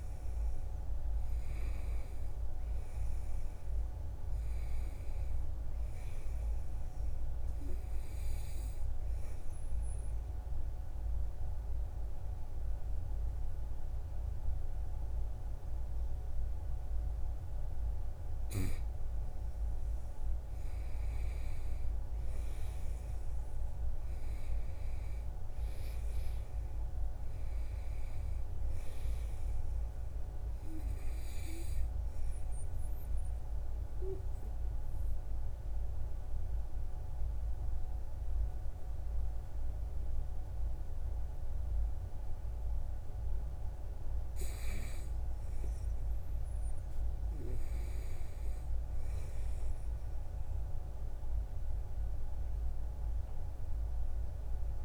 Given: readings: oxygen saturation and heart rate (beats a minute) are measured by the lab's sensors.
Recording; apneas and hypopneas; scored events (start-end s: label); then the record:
breathing in sleep, hard to hear, by a room microphone; 2
8.50-18.50 s: obstructive apnea (oxygen 94% before, 87% lowest, heart rate 63 before, 57 extreme, up 5 after)
21.50-25.00 s: arousal
26.00-41.00 s: oxygen desaturation (device-marked, oxygen 94% before, 89% lowest, heart rate 62 before, 57 extreme)
32.00-44.00 s: obstructive apnea (oxygen 94% before, 87% lowest, heart rate 62 before, 57 extreme, up 5 after)
46.00-49.00 s: arousal
50.00-54.84 s: oxygen desaturation (device-marked, oxygen 95% before, 90% lowest, heart rate 60 before, 58 extreme)
From the record:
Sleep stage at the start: N2 (light sleep); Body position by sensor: on the right side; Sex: male